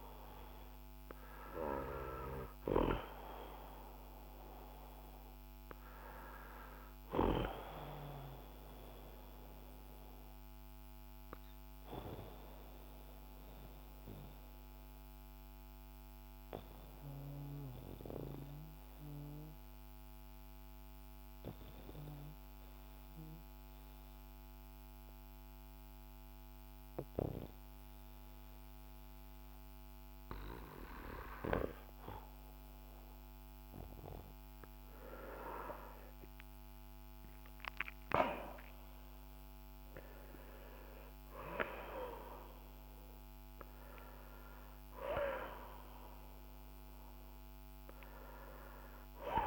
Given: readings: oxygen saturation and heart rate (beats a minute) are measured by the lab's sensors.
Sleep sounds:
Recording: breathing in sleep by a microphone on the trachea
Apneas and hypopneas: 1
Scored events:
0.00-26.50 s: oxygen desaturation (device-marked, oxygen 89% lowest, heart rate 49 extreme)
9.50-33.00 s: obstructive apnea (oxygen 96% before, 89% lowest, heart rate 60 before, 49 extreme, up 7 after)
37.00-41.50 s: arousal
41.50-49.46 s: oxygen desaturation (device-marked, oxygen 95% before, 89% lowest, heart rate 56 before, 42 extreme)
From the record:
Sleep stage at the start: N2 (light sleep)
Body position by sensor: on the back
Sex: male

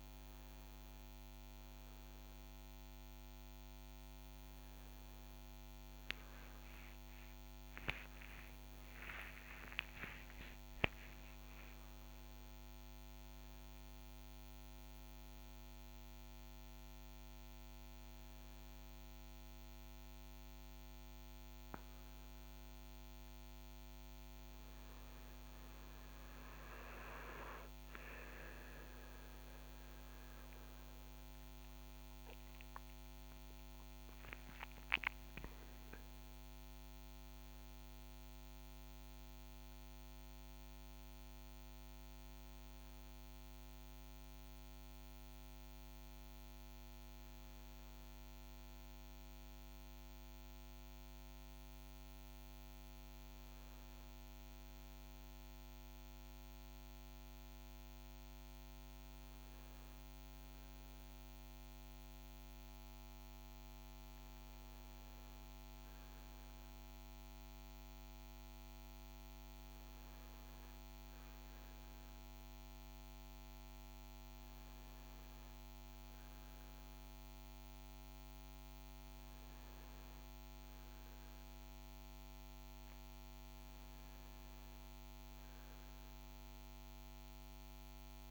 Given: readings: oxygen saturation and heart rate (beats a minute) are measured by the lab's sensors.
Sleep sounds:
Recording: breathing in sleep, hard to hear, by a microphone on the trachea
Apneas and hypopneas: none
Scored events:
6.00-11.50 s: arousal
32.50-37.00 s: arousal
From the record:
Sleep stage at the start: N1 (lightest sleep)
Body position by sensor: on the front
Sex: male

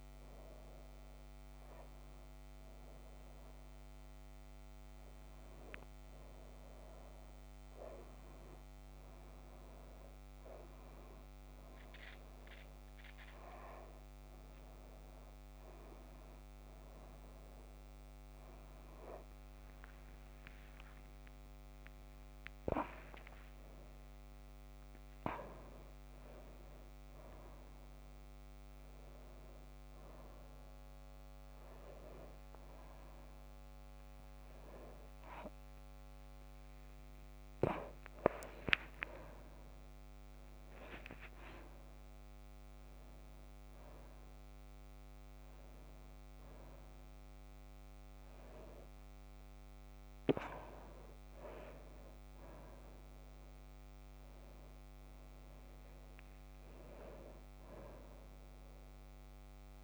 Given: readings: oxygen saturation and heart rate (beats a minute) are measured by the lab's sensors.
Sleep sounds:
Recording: a person awake in a sleep study, by a microphone on the trachea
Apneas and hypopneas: none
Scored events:
6.00-14.00 s: oxygen desaturation (device-marked, oxygen 95% before, 91% lowest)
From the record:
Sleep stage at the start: awake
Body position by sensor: on the back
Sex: female

